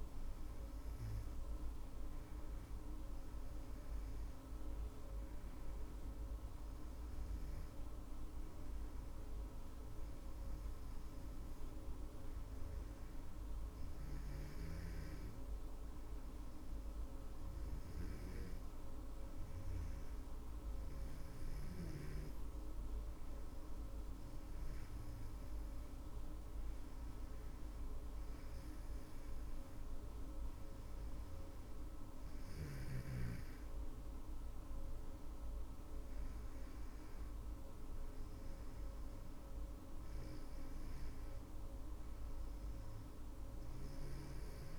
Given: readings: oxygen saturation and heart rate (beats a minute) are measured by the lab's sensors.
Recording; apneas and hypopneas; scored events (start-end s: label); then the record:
breathing in sleep, hard to hear, by a room microphone; none
none scored
From the record:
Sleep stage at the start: N2 (light sleep); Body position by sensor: on the back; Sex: female